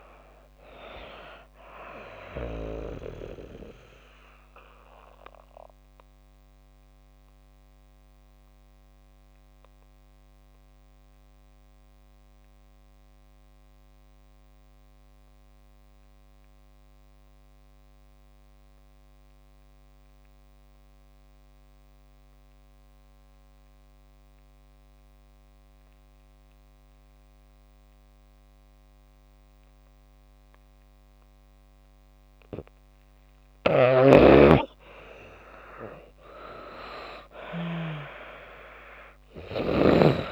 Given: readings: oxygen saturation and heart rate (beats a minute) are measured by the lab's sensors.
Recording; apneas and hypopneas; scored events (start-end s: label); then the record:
breathing in sleep by a microphone on the trachea; 1
0.00-25.00 s: oxygen desaturation (device-marked, oxygen 76% lowest)
6.00-32.50 s: obstructive apnea (oxygen 97% before, 76% lowest)
35.00-37.50 s: arousal
From the record:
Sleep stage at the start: N2 (light sleep); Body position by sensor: on the back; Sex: female